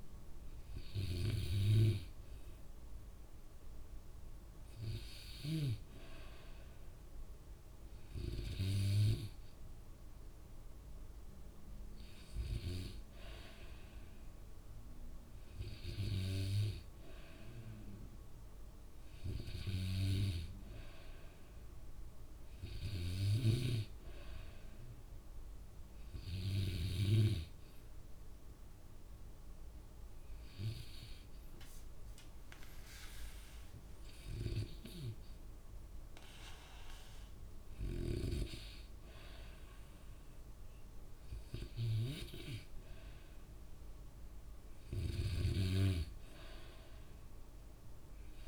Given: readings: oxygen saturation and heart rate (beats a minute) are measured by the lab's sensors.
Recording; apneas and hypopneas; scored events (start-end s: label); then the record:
breathing in sleep by a room microphone; 1
26.00-38.00 s: hypopnea (oxygen 97% before, 95% lowest, heart rate 64 before, 61 extreme, up 4 after)
40.50-44.00 s: arousal
From the record:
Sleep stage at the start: N2 (light sleep); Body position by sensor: on the back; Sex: male